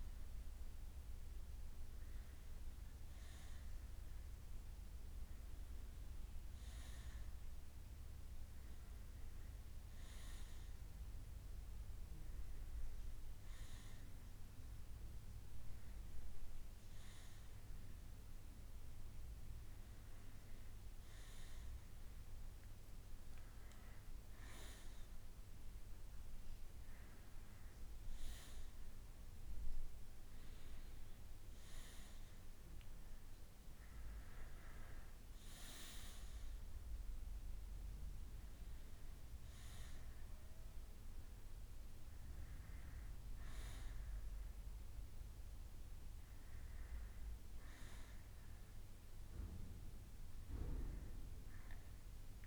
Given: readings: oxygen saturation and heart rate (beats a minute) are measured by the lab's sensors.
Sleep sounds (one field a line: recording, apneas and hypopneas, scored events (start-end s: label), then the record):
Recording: a person partly awake in a sleep study, by a room microphone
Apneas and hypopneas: none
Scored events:
3.00-6.00 s: bradycardia (device-marked, heart rate 69 before, 64 extreme)
4.00-52.47 s: new sleep stage, N1 (lightest sleep)
7.00-10.00 s: bradycardia (device-marked, heart rate 69 before, 56 extreme)
From the record:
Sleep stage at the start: awake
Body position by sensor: on the back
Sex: male